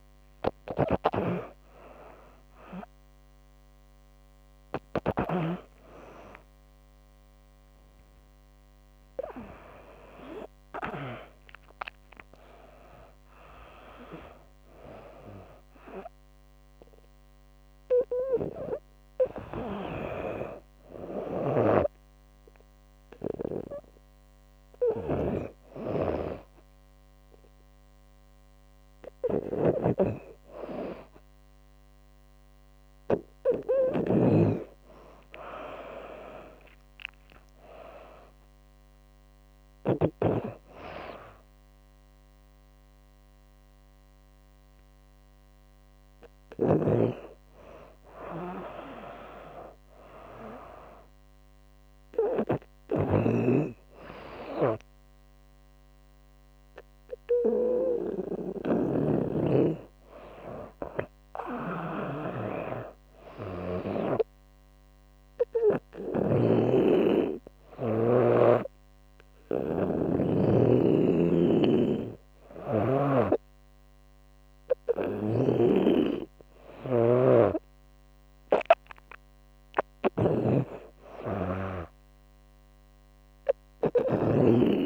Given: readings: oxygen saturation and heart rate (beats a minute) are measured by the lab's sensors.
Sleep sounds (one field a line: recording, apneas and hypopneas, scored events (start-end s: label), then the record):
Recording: breathing in sleep by a microphone on the trachea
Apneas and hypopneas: none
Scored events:
0.00-4.50 s: snoring (device-marked)
20.50-39.50 s: snoring (device-marked)
52.00-72.50 s: snoring (device-marked)
74.50-84.86 s: snoring (device-marked)
From the record:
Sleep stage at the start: N2 (light sleep)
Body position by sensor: on the back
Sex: female